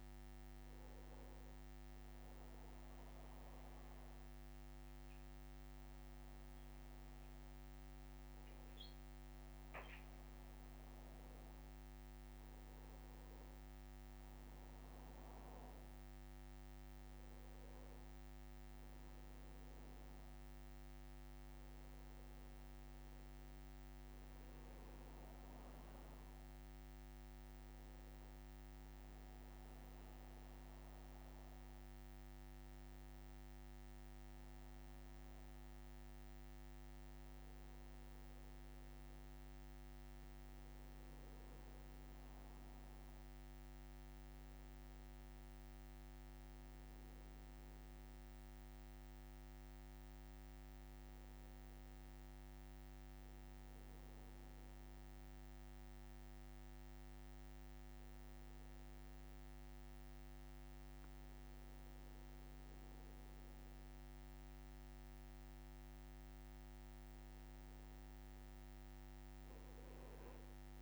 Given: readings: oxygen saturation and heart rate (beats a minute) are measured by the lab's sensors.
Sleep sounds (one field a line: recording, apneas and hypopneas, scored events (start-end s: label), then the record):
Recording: a person partly awake in a sleep study, hard to hear, by a microphone on the trachea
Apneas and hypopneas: none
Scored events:
22.00-70.82 s: new sleep stage, N1 (lightest sleep)
From the record:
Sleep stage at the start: awake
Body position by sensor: on the back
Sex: male